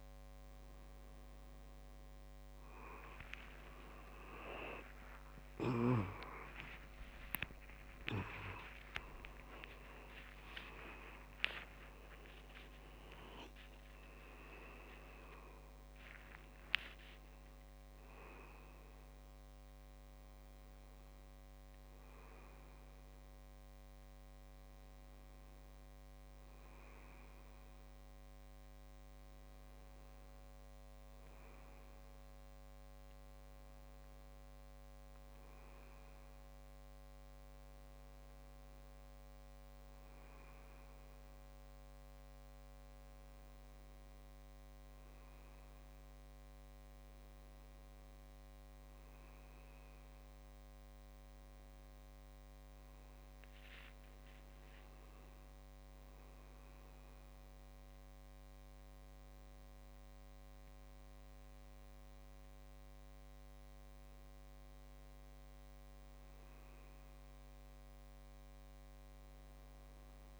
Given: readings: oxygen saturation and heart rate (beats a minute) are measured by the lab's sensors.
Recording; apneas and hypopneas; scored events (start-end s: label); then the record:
breathing in sleep by a microphone on the trachea; none
5.00-13.50 s: arousal
14.50-23.50 s: oxygen desaturation (device-marked, oxygen 97% before, 94% lowest)
54.50-58.50 s: arousal
From the record:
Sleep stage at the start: N1 (lightest sleep); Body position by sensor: on the back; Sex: male